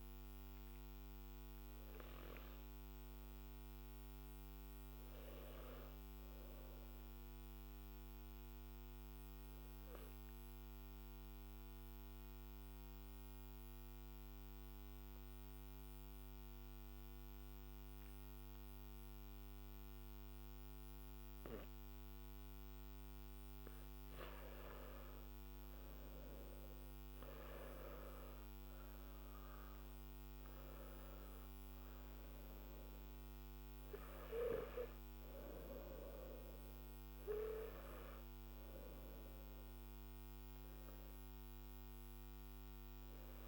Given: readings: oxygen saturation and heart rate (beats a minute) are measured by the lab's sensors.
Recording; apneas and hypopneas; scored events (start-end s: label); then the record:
breathing in sleep by a microphone on the trachea; 1
0.00-11.00 s: oxygen desaturation (device-marked, oxygen 92% lowest, heart rate 51 extreme)
6.00-25.50 s: obstructive apnea (oxygen 97% before, 91% lowest, heart rate 56 before, 51 extreme, up 9 after)
10.00-43.48 s: new sleep stage, N2 (light sleep)
27.00-43.48 s: oxygen desaturation (device-marked, oxygen 98% before, 91% lowest, heart rate 54 before, 51 extreme)
From the record:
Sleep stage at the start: N1 (lightest sleep); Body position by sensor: on the back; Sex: male